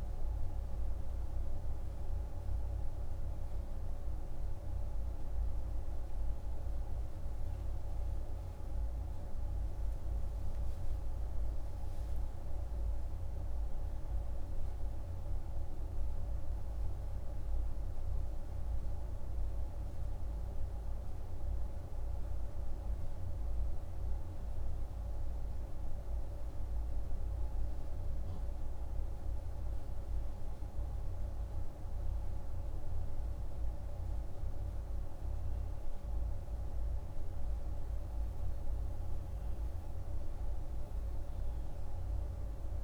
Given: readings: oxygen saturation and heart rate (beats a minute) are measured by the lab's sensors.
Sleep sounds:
breathing in sleep, hard to hear, by a room microphone; none
4.00-9.50 s: arousal
From the record:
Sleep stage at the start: N2 (light sleep); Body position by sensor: on the right side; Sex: male

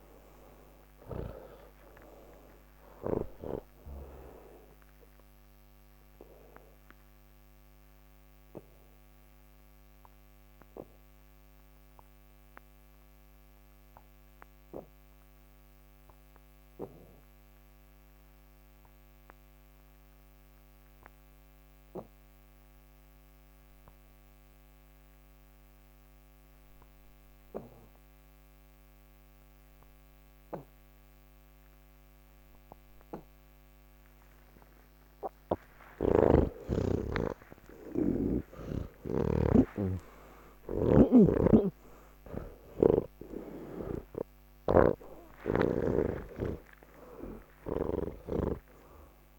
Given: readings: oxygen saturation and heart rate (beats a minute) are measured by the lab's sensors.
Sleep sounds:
breathing in sleep by a microphone on the trachea; 1
0.00-21.00 s: oxygen desaturation (device-marked, oxygen 80% lowest)
5.00-33.50 s: obstructive apnea (oxygen 96% before, 80% lowest)
41.00-48.00 s: snoring (device-marked)
46.00-49.39 s: oxygen desaturation (device-marked, oxygen 99% before, 86% lowest, heart rate 148 before, 151 extreme)
From the record:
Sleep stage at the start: N1 (lightest sleep); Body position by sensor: on the back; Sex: male

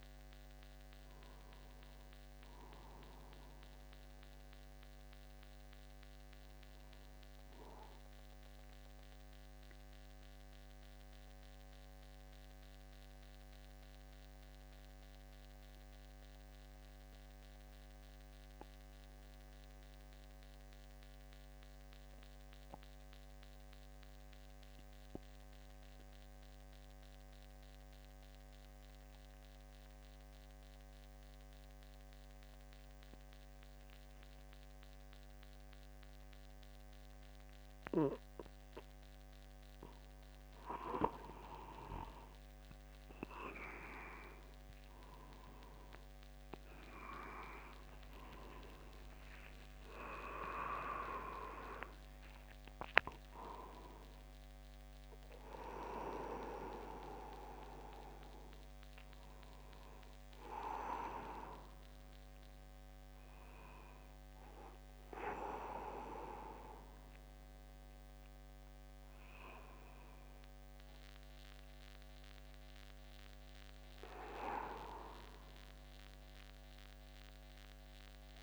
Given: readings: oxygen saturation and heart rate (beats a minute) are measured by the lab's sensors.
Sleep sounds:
breathing in sleep by a microphone on the trachea; 1
8.50-40.00 s: mixed apnea (oxygen 97% before, 93% lowest, heart rate 53 before, 48 extreme, up 5 after)
39.00-78.43 s: new sleep stage, N1 (lightest sleep)
48.00-50.00 s: long interval between heartbeats (device-marked, heart rate 50 before, 59 extreme)
48.00-52.50 s: arousal
61.00-63.00 s: long interval between heartbeats (device-marked, heart rate 54 before, 60 extreme)
From the record:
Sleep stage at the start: N2 (light sleep); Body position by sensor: upright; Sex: male

